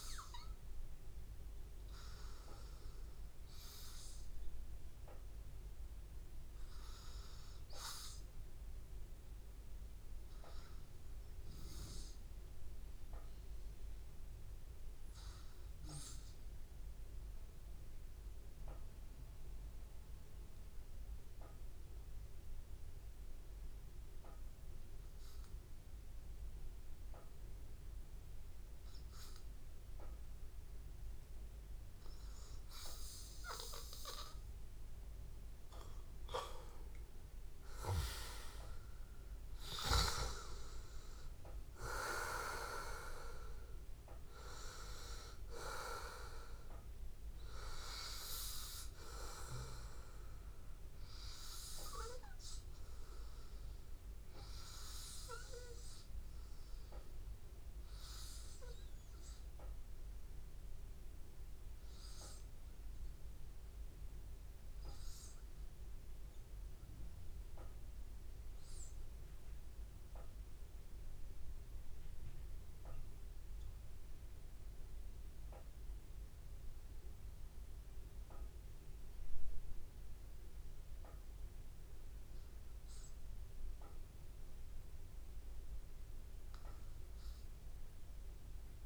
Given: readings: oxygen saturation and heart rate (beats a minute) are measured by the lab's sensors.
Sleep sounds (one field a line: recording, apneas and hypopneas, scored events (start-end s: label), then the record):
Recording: breathing in sleep by a room microphone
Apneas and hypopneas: 2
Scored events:
0.00-1.00 s: long interval between heartbeats (device-marked, heart rate 83 extreme)
0.00-12.50 s: oxygen desaturation (device-marked, oxygen 93% lowest, heart rate 80 extreme)
12.50-15.50 s: arousal
17.50-31.00 s: obstructive apnea (oxygen 98% before, 93% lowest, heart rate 83 before, 80 extreme, up 2 after)
30.50-61.50 s: oxygen desaturation (device-marked, oxygen 98% before, 93% lowest, heart rate 81 before, 77 extreme)
33.00-36.50 s: arousal
53.50-83.00 s: obstructive apnea (oxygen 97% before, 93% lowest, heart rate 83 before, 77 extreme, up 4 after)
68.50-70.50 s: long interval between heartbeats (device-marked, heart rate 82 before, 80 extreme)
76.00-78.00 s: long interval between heartbeats (device-marked, heart rate 81 before, 80 extreme)
81.50-83.50 s: long interval between heartbeats (device-marked, heart rate 81 before, 79 extreme)
86.00-88.86 s: arousal
From the record:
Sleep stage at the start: N2 (light sleep)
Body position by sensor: on the back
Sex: male